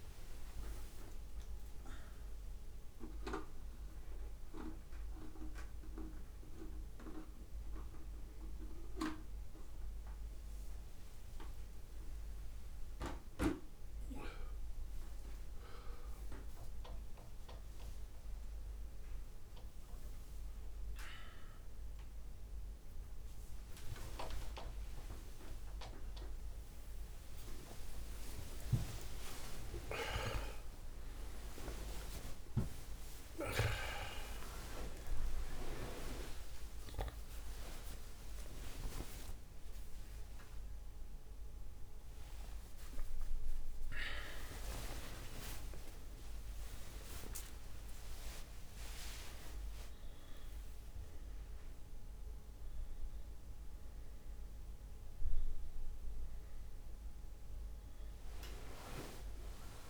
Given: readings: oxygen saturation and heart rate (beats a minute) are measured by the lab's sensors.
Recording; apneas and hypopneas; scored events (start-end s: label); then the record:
a person awake in a sleep study, by a room microphone; none
0.50-2.50 s: long interval between heartbeats (device-marked, heart rate 66 before, 83 extreme)
2.50-4.50 s: long interval between heartbeats (device-marked, heart rate 68 before, 116 extreme)
4.50-6.50 s: long interval between heartbeats (device-marked, heart rate 74 before, 149 extreme)
5.50-35.50 s: new sleep stage, awake
8.00-10.00 s: long interval between heartbeats (device-marked, heart rate 91 before, 189 extreme)
9.50-21.50 s: drop in pulse transit time (device-marked, heart rate 104 before, 135 extreme)
10.00-12.00 s: long interval between heartbeats (device-marked, heart rate 104 before, 185 extreme)
12.00-14.00 s: long interval between heartbeats (device-marked, heart rate 116 before, 159 extreme)
14.00-16.00 s: long interval between heartbeats (device-marked, heart rate 127 before, 158 extreme)
16.50-18.50 s: long interval between heartbeats (device-marked, heart rate 140 before, 140 extreme)
20.50-22.50 s: long interval between heartbeats (device-marked, heart rate 155 before, 116 extreme)
22.50-34.50 s: oxygen desaturation (device-marked, oxygen 99% before, 94% lowest, heart rate 159 before, 59 extreme)
28.50-30.50 s: long interval between heartbeats (device-marked, heart rate 141 before, 117 extreme)
34.50-44.50 s: drop in pulse transit time (device-marked, heart rate 121 before, 62 extreme)
35.50-59.90 s: new sleep stage, N1 (lightest sleep)
45.00-47.00 s: long interval between heartbeats (device-marked, heart rate 87 before, 80 extreme)
From the record:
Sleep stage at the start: N1 (lightest sleep); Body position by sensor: on the back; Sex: male